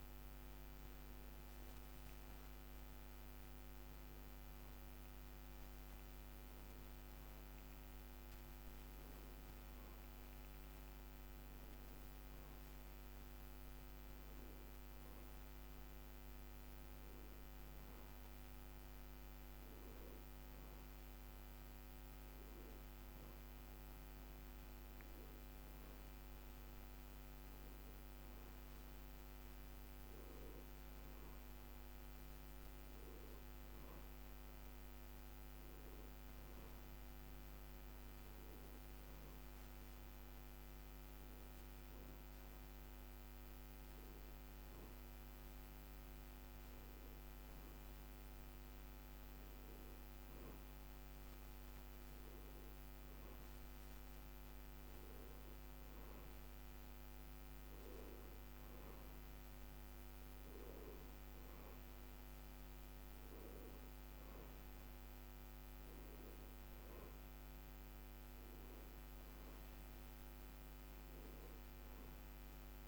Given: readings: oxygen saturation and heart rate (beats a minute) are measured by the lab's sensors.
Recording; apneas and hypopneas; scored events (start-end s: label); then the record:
breathing in sleep, hard to hear, by a microphone on the trachea; none
none scored
From the record:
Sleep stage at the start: N2 (light sleep); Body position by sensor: on the back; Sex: male